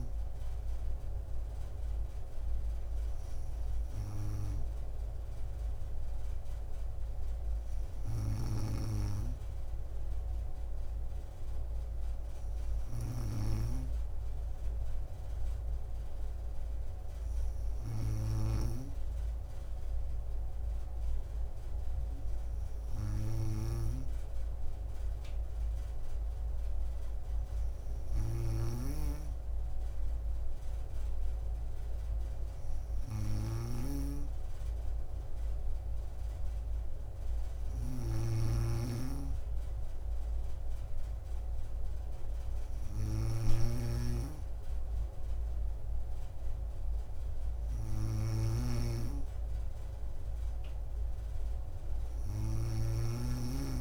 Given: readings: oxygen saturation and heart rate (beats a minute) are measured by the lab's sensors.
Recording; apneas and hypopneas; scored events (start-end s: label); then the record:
breathing in sleep by a room microphone; none
0.00-4.50 s: drop in pulse transit time (device-marked, heart rate 57 extreme)
33.50-53.81 s: snoring (device-marked)
From the record:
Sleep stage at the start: N2 (light sleep); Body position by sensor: on the back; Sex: female